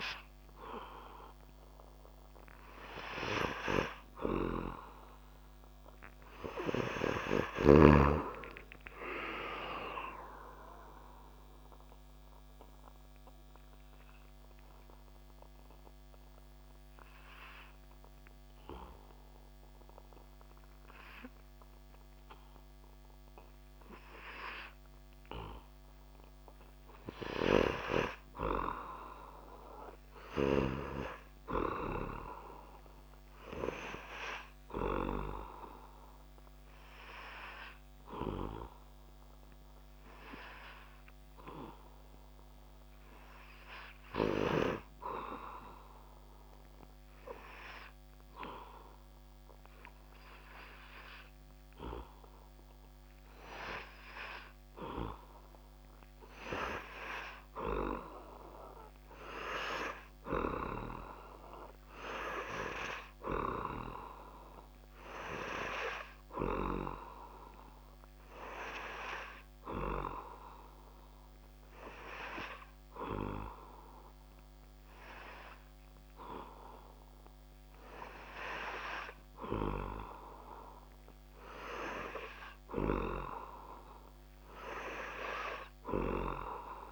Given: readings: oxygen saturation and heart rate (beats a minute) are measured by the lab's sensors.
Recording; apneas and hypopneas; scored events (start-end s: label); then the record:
breathing in sleep by a microphone on the trachea; 3
6.00-8.50 s: arousal
10.50-26.50 s: obstructive apnea (oxygen 98% before, 95% lowest)
29.00-32.00 s: arousal
35.50-54.00 s: hypopnea (oxygen 98% before, 95% lowest)
44.00-55.00 s: oxygen desaturation (device-marked, oxygen 99% before, 95% lowest)
58.50-62.00 s: arousal
70.50-81.00 s: hypopnea (oxygen 99% before, 96% lowest)
84.00-86.92 s: arousal
From the record:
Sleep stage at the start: N3 (deep sleep); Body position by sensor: on the back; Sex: male